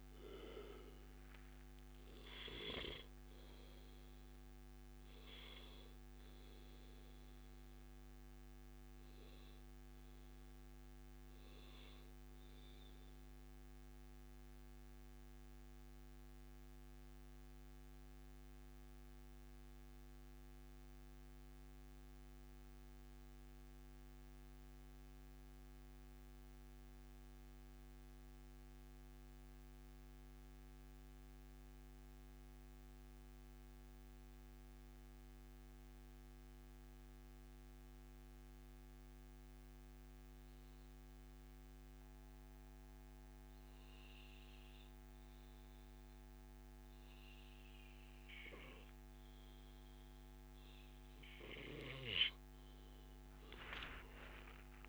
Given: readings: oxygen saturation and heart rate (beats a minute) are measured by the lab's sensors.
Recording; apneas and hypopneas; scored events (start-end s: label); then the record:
breathing in sleep by a microphone on the trachea; 1
0.00-15.00 s: oxygen desaturation (device-marked, oxygen 92% lowest, heart rate 139 extreme)
8.50-50.50 s: mixed apnea (oxygen 97% before, 92% lowest, heart rate 141 before, 139 extreme, up 0 after)
53.00-54.89 s: arousal
From the record:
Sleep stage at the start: N2 (light sleep); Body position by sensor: on the back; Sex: male